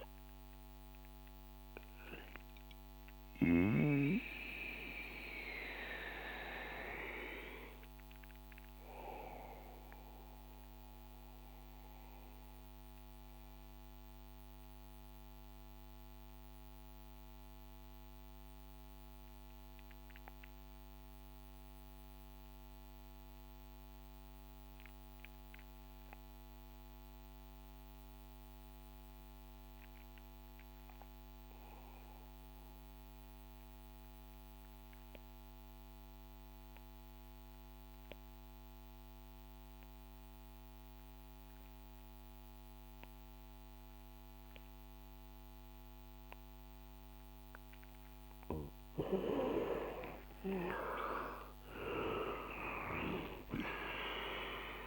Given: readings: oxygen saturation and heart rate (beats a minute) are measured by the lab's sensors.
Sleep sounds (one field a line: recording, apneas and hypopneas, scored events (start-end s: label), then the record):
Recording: breathing in sleep by a microphone on the trachea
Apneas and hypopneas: 1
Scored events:
0.00-19.50 s: oxygen desaturation (device-marked, oxygen 81% lowest, heart rate 60 extreme)
2.00-45.50 s: mixed apnea (oxygen 96% before, 81% lowest, heart rate 69 before, 59 extreme, up 14 after)
44.50-54.87 s: oxygen desaturation (device-marked, oxygen 96% before, 83% lowest, heart rate 65 before, 59 extreme)
48.50-53.00 s: arousal
From the record:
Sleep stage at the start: REM sleep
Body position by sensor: on the back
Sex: male